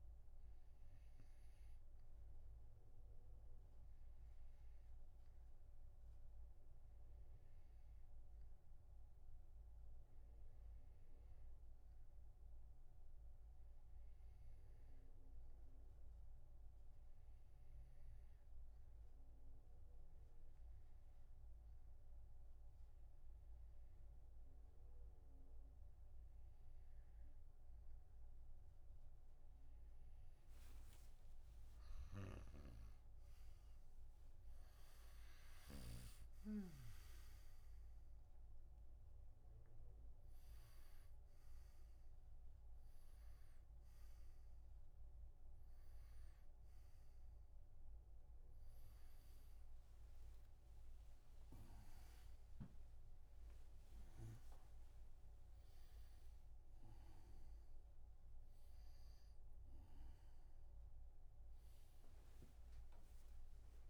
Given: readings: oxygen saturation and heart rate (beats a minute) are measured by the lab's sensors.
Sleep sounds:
a person partly awake in a sleep study, by a room microphone; 1
3.50-27.50 s: hypopnea (oxygen 93% before, 92% lowest)
32.50-36.00 s: snoring (device-marked)
44.50-63.90 s: new sleep stage, awake
From the record:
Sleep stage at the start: REM sleep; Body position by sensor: on the right side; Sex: male

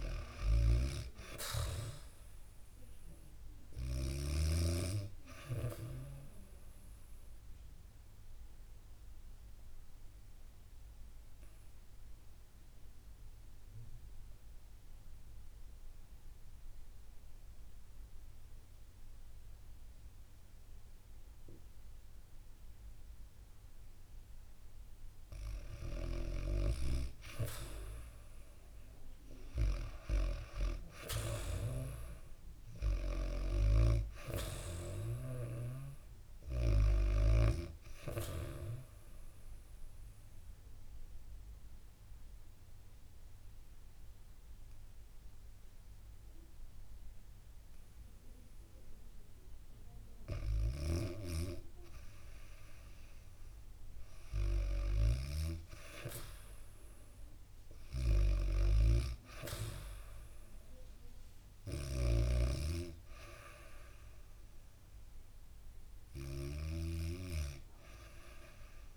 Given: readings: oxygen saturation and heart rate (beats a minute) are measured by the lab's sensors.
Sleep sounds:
breathing in sleep by a room microphone; 2
0.00-3.50 s: snoring (device-marked)
1.00-19.00 s: oxygen desaturation (device-marked, oxygen 99% before, 94% lowest, heart rate 62 before, 59 extreme)
6.50-24.00 s: obstructive apnea (oxygen 99% before, 92% lowest, heart rate 63 before, 59 extreme, up 4 after)
7.00-9.00 s: bradycardia (device-marked, heart rate 67 before, 63 extreme)
23.00-25.00 s: bradycardia (device-marked, heart rate 67 before, 59 extreme)
25.00-31.00 s: snoring (device-marked)
28.00-32.00 s: arousal
28.00-49.00 s: oxygen desaturation (device-marked, oxygen 98% before, 92% lowest, heart rate 62 before, 64 extreme)
38.50-50.00 s: obstructive apnea (oxygen 98% before, 92% lowest, heart rate 64 before, 64 extreme, up 6 after)
49.50-68.97 s: snoring (device-marked)
53.00-58.00 s: arousal
59.00-68.97 s: oxygen desaturation (device-marked, oxygen 98% before, 95% lowest, heart rate 67 before, 65 extreme)
From the record:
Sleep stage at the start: REM sleep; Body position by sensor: on the back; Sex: female

